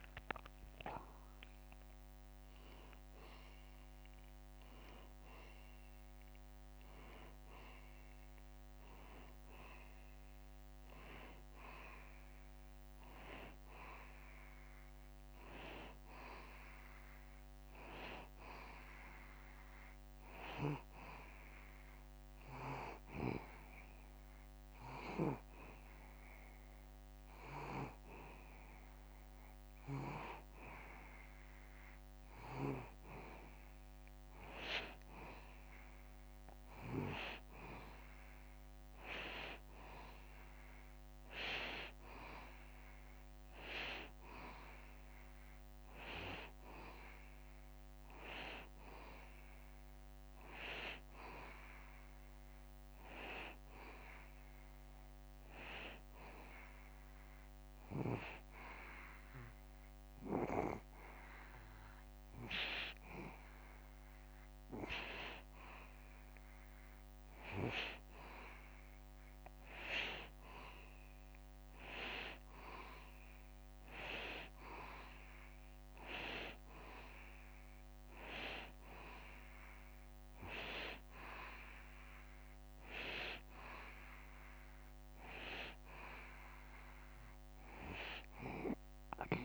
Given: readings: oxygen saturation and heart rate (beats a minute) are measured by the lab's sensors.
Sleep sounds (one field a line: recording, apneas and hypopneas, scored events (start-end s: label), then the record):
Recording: breathing in sleep by a microphone on the trachea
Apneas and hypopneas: none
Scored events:
0.00-1.00 s: arousal
From the record:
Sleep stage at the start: N2 (light sleep)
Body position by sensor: on the back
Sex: male